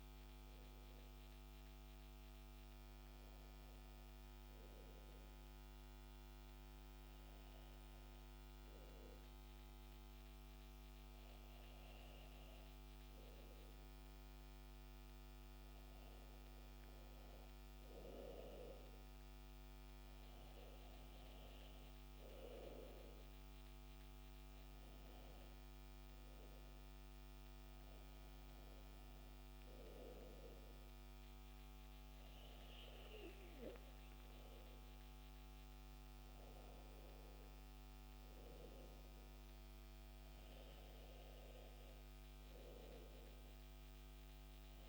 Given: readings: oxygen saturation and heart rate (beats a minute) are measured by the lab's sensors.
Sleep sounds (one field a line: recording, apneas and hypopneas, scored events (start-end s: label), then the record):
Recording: breathing in sleep, hard to hear, by a microphone on the trachea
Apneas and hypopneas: none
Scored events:
none scored
From the record:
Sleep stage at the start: N2 (light sleep)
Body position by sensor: on the back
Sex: male